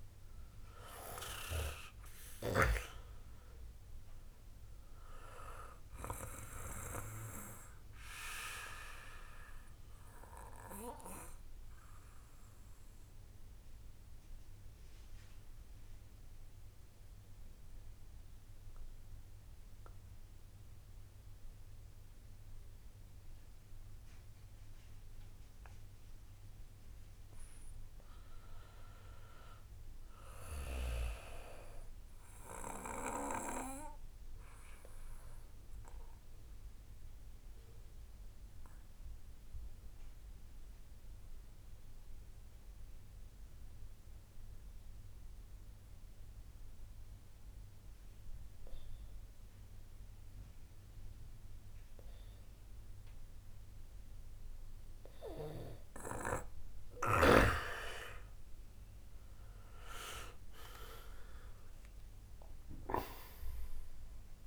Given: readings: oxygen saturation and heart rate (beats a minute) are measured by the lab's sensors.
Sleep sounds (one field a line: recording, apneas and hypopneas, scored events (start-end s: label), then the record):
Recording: breathing in sleep by a room microphone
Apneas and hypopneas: 2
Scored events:
0.00-24.00 s: oxygen desaturation (device-marked, oxygen 86% lowest, heart rate 60 extreme)
0.50-3.50 s: arousal
10.50-26.50 s: obstructive apnea (oxygen 97% before, 84% lowest, heart rate 64 before, 58 extreme, up 8 after)
29.50-33.00 s: arousal
35.00-54.00 s: obstructive apnea (oxygen 97% before, 84% lowest, heart rate 69 before, 49 extreme, up 10 after)
38.00-49.00 s: oxygen desaturation (device-marked, oxygen 97% before, 91% lowest, heart rate 71 before, 49 extreme)
56.00-64.47 s: oxygen desaturation (device-marked, oxygen 94% before, 84% lowest, heart rate 66 before, 49 extreme)
62.00-64.47 s: arousal
From the record:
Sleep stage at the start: N2 (light sleep)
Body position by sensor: on the back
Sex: male